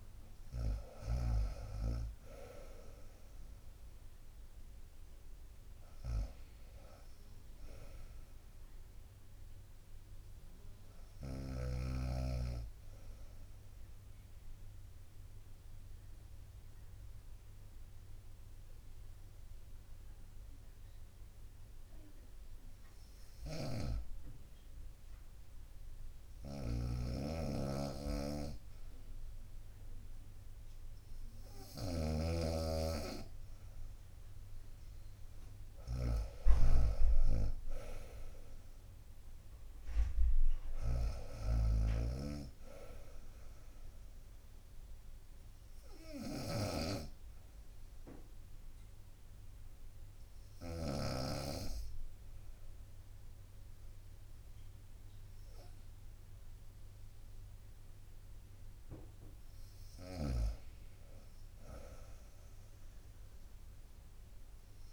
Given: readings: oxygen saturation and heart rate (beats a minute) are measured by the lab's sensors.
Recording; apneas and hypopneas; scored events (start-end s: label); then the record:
breathing in sleep by a room microphone; 2
0.00-1.50 s: arousal
13.00-23.50 s: mixed apnea (oxygen 96% before, 93% lowest, heart rate 67 before, 61 extreme, up 2 after)
23.00-51.00 s: snoring (device-marked)
25.50-29.00 s: arousal
47.00-59.50 s: hypopnea (oxygen 96% before, 91% lowest, heart rate 64 before, 61 extreme, up 1 after)
60.00-64.93 s: snoring (device-marked)
61.50-64.93 s: arousal
From the record:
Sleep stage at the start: N2 (light sleep); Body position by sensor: on the right side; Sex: female